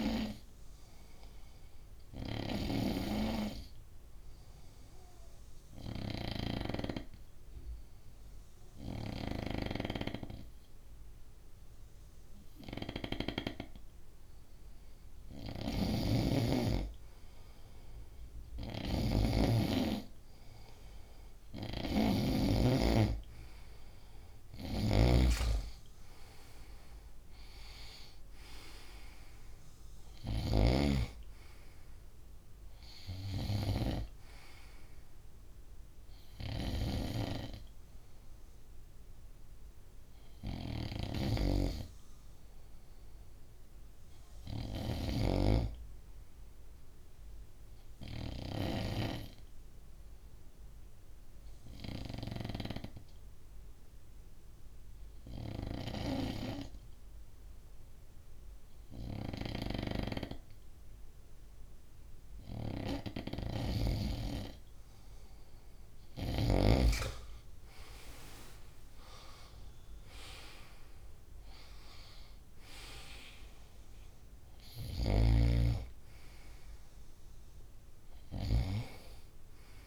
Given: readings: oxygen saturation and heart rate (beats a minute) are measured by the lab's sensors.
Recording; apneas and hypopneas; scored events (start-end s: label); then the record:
breathing in sleep by a room microphone; 2
0.00-13.00 s: snoring (device-marked)
3.00-15.50 s: obstructive apnea (oxygen 97% before, 94% lowest, heart rate 65 before, 64 extreme, up 1 after)
15.00-30.00 s: snoring (device-marked)
19.50-23.50 s: arousal
36.00-44.50 s: snoring (device-marked)
48.00-61.50 s: obstructive apnea (oxygen 97% before, 94% lowest, heart rate 71 before, 63 extreme, up 6 after)
55.00-66.00 s: snoring (device-marked)
67.50-71.00 s: arousal
From the record:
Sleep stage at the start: N2 (light sleep); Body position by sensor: on the front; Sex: male